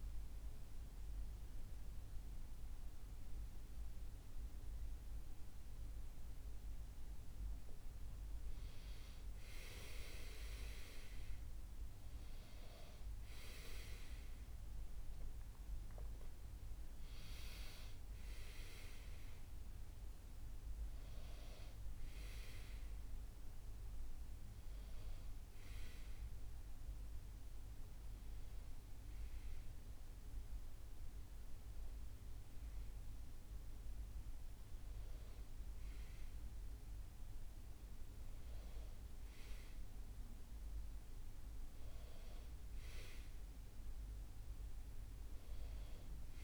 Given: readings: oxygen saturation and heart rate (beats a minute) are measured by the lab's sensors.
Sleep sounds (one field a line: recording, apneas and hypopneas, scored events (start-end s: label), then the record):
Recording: a person awake in a sleep study, by a room microphone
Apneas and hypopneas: none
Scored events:
none scored
From the record:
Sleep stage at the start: awake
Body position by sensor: on the back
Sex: male